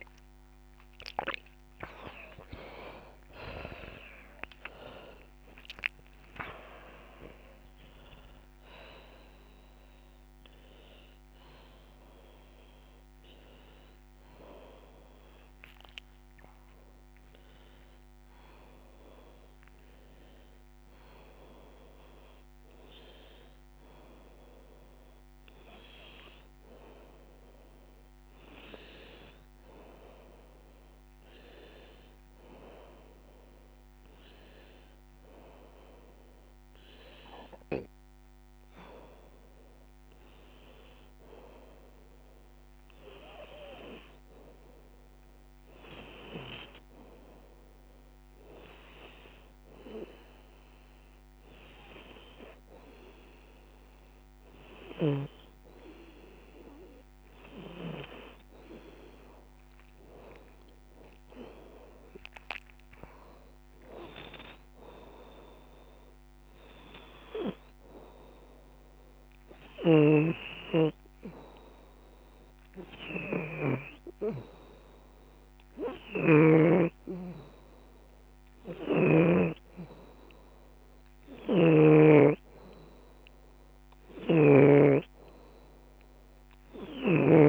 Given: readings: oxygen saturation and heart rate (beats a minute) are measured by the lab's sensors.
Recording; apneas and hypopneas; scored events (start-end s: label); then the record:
a person partly awake in a sleep study, by a microphone on the trachea; none
0.00-5.50 s: oxygen desaturation (device-marked, oxygen 89% lowest)
0.00-52.50 s: bradycardia (device-marked)
3.50-7.50 s: drop in pulse transit time (device-marked)
9.50-39.50 s: new sleep stage, N1 (lightest sleep)
15.00-17.00 s: long interval between heartbeats (device-marked)
18.50-29.50 s: drop in pulse transit time (device-marked)
22.50-24.50 s: long interval between heartbeats (device-marked)
30.50-32.50 s: long interval between heartbeats (device-marked)
33.00-35.00 s: long interval between heartbeats (device-marked)
35.00-37.00 s: long interval between heartbeats (device-marked, heart rate 31 before, 48 extreme)
39.50 s: drop in pulse transit time (device-marked)
39.50-87.49 s: new sleep stage, N2 (light sleep)
40.50-42.50 s: long interval between heartbeats (device-marked, heart rate 37 before, 30 extreme)
47.50-49.50 s: drop in pulse transit time (device-marked, heart rate 35 before, 30 extreme)
51.50-61.50 s: drop in pulse transit time (device-marked)
52.00-54.00 s: long interval between heartbeats (device-marked)
55.00-57.00 s: long interval between heartbeats (device-marked, heart rate 31 before, 30 extreme)
56.50-60.50 s: bradycardia (device-marked, heart rate 85 before, 55 extreme)
62.50-64.50 s: long interval between heartbeats (device-marked, heart rate 39 before, 56 extreme)
64.50-66.50 s: long interval between heartbeats (device-marked, heart rate 43 before, 81 extreme)
67.50-69.50 s: long interval between heartbeats (device-marked, heart rate 53 before, 102 extreme)
73.00-75.00 s: long interval between heartbeats (device-marked, heart rate 71 before, 67 extreme)
78.00-80.00 s: long interval between heartbeats (device-marked, heart rate 76 before, 65 extreme)
80.50-87.49 s: bradycardia (device-marked)
86.00-87.49 s: long interval between heartbeats (device-marked)
From the record:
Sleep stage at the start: awake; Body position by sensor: upright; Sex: female